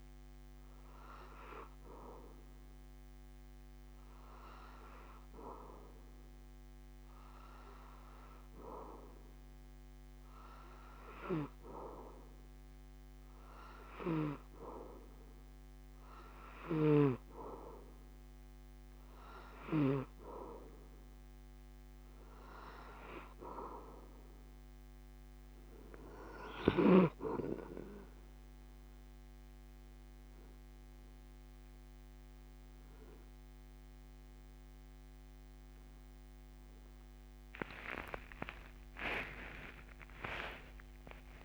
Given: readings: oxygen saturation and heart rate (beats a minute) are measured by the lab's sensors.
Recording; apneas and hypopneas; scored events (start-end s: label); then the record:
breathing in sleep by a microphone on the trachea; none
16.50-20.00 s: snoring (device-marked)
27.50-41.45 s: new sleep stage, N2 (light sleep)
38.50-41.45 s: arousal
From the record:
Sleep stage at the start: N3 (deep sleep); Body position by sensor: on the back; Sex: male